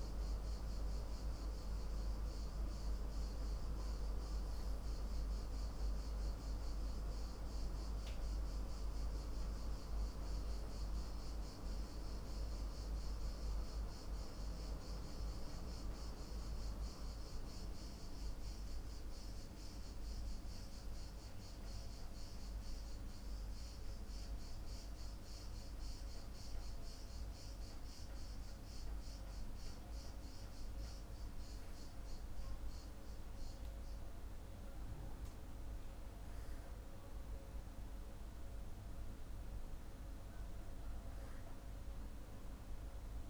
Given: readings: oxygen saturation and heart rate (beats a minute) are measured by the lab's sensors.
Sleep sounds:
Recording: breathing in sleep, hard to hear, by a room microphone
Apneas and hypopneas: none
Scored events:
none scored
From the record:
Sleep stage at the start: N2 (light sleep)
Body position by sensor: on the back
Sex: male

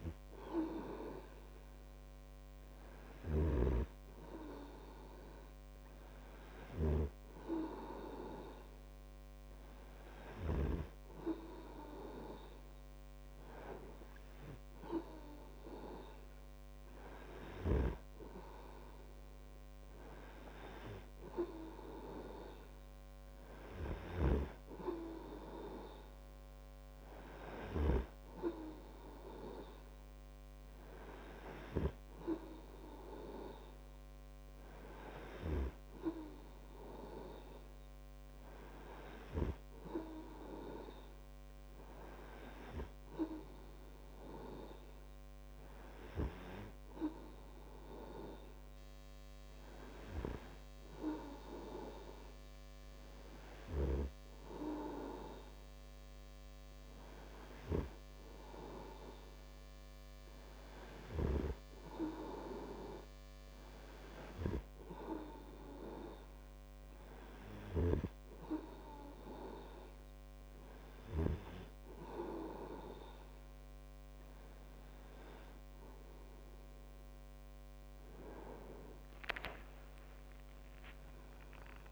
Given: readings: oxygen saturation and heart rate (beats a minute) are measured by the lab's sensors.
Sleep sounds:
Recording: breathing in sleep by a microphone on the trachea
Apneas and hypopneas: none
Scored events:
71.50-81.91 s: new sleep stage, awake
From the record:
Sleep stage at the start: N2 (light sleep)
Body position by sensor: on the right side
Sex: male

